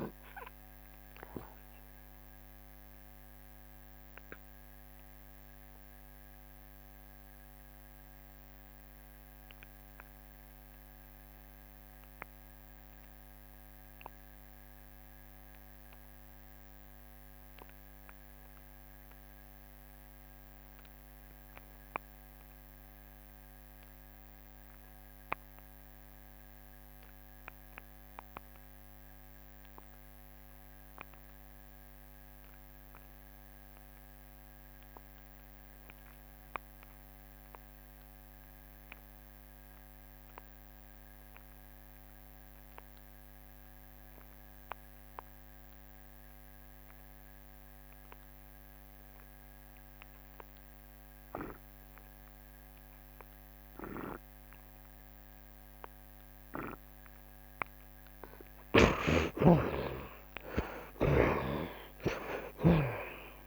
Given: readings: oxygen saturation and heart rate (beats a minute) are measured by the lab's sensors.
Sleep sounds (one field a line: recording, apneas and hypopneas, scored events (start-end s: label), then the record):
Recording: breathing in sleep by a microphone on the trachea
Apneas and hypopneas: 1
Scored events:
0.00-16.00 s: oxygen desaturation (device-marked, oxygen 59% lowest, heart rate 74 extreme)
2.00-57.00 s: mixed apnea (oxygen 63% before, 59% lowest, heart rate 98 before, 58 extreme, up 41 after)
18.00-63.47 s: oxygen desaturation (device-marked, oxygen 88% before, 59% lowest, heart rate 89 before, 58 extreme)
55.00-57.00 s: long interval between heartbeats (device-marked, heart rate 78 before, 69 extreme)
58.50-60.50 s: long interval between heartbeats (device-marked, heart rate 77 before, 90 extreme)
59.00-63.00 s: arousal
59.00-63.47 s: snoring (device-marked)
From the record:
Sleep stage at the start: N2 (light sleep)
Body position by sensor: on the right side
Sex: male